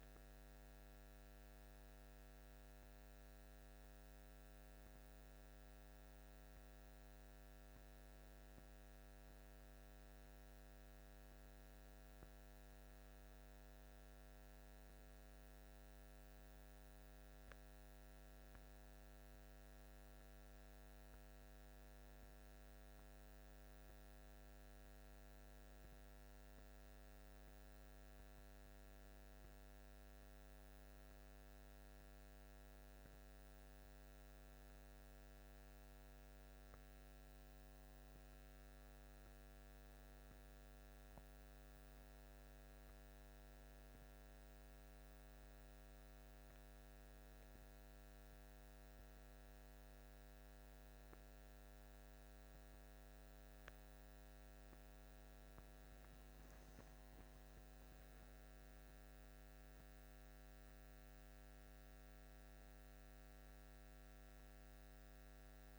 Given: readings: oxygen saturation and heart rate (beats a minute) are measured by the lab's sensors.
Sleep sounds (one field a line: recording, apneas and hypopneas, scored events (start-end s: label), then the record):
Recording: a person awake in a sleep study, hard to hear, by a microphone on the trachea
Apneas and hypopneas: none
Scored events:
none scored
From the record:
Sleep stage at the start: awake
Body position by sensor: on the back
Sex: male